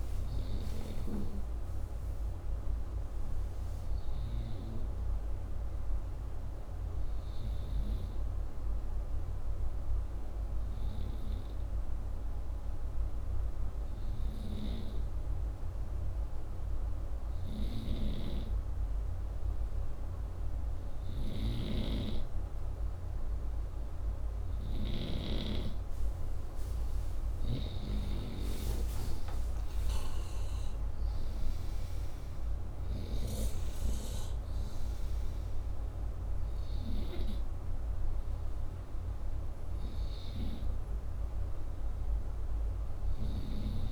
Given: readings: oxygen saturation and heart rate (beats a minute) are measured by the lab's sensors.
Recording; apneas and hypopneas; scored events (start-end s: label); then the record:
breathing in sleep by a room microphone; 1
0.00-6.00 s: oxygen desaturation (device-marked, oxygen 92% lowest, heart rate 61 extreme)
2.50-17.00 s: hypopnea (oxygen 97% before, 92% lowest, heart rate 70 before, 61 extreme, up 3 after)
21.00-25.00 s: snoring (device-marked)
22.00-43.92 s: oxygen desaturation (device-marked, oxygen 99% before, 92% lowest, heart rate 73 before, 64 extreme)
25.00-29.50 s: arousal
From the record:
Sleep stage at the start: N2 (light sleep); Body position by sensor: upright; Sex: male